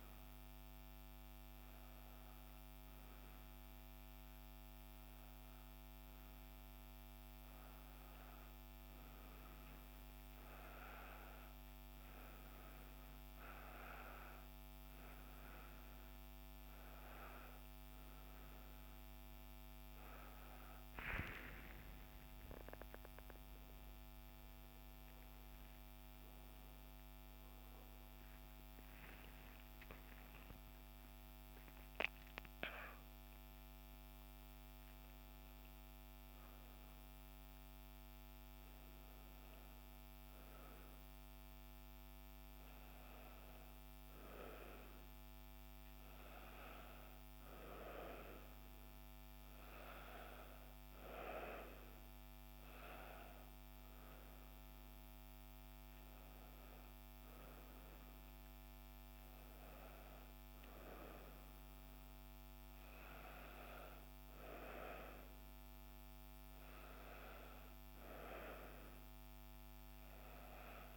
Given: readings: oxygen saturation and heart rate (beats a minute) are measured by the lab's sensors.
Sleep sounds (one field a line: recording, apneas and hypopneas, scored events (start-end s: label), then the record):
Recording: a person awake in a sleep study, by a microphone on the trachea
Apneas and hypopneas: none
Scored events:
40.00-70.97 s: new sleep stage, N1 (lightest sleep)
From the record:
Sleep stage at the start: awake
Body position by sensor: on the back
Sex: female